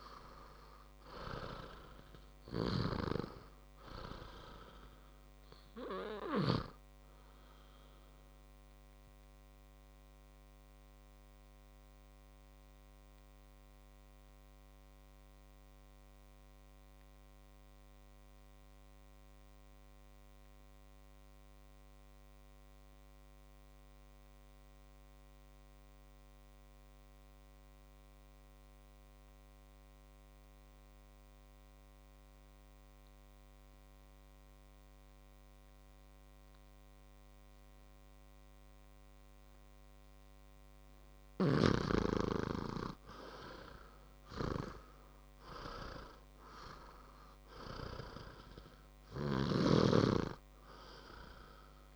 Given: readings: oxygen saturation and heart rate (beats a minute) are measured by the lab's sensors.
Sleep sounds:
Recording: breathing in sleep by a microphone on the trachea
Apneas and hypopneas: 1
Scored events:
0.00-2.00 s: arousal
0.00-21.50 s: oxygen desaturation (device-marked, oxygen 87% lowest, heart rate 53 extreme)
10.50-40.00 s: obstructive apnea (oxygen 99% before, 87% lowest, heart rate 61 before, 53 extreme, up 5 after)
38.50-51.96 s: oxygen desaturation (device-marked, oxygen 99% before, 87% lowest, heart rate 58 before, 54 extreme)
43.00-47.00 s: arousal
From the record:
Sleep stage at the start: N2 (light sleep)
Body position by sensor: on the back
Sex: male

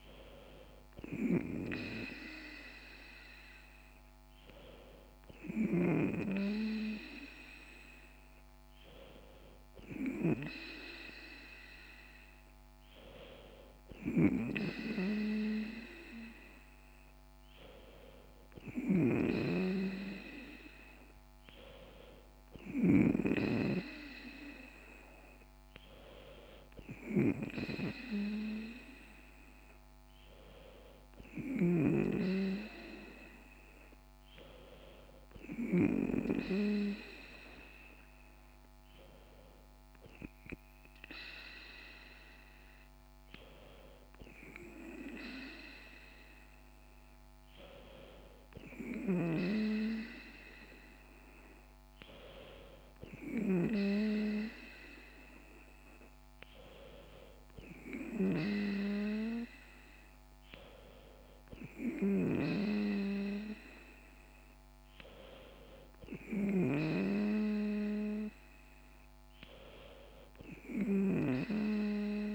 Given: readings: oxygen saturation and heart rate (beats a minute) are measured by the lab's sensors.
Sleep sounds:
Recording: breathing in sleep by a microphone on the trachea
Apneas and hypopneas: none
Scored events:
none scored
From the record:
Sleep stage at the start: N2 (light sleep)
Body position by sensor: on the back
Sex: female

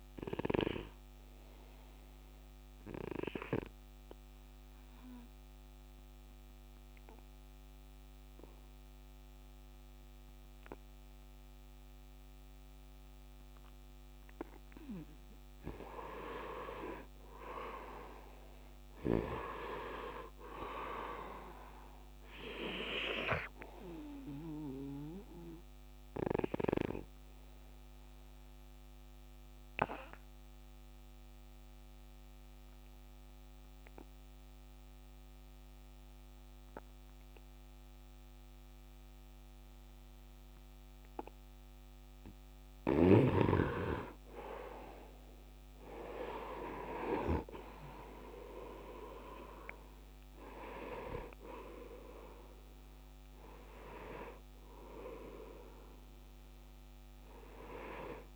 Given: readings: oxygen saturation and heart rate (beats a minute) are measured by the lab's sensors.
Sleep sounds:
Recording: breathing in sleep by a microphone on the trachea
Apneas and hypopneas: 2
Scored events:
0.00-16.00 s: oxygen desaturation (device-marked, oxygen 86% lowest, heart rate 74 extreme)
2.00-15.00 s: obstructive apnea (oxygen 98% before, 82% lowest, heart rate 79 before, 74 extreme, up 8 after)
16.00-20.50 s: arousal
18.00-39.00 s: oxygen desaturation (device-marked, oxygen 98% before, 84% lowest, heart rate 77 before, 74 extreme)
24.50-41.50 s: obstructive apnea (oxygen 98% before, 82% lowest, heart rate 78 before, 74 extreme, up 8 after)
41.00-58.36 s: oxygen desaturation (device-marked, oxygen 98% before, 82% lowest, heart rate 77 before, 74 extreme)
46.50-50.50 s: arousal
From the record:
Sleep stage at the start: N2 (light sleep)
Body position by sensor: on the right side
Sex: male

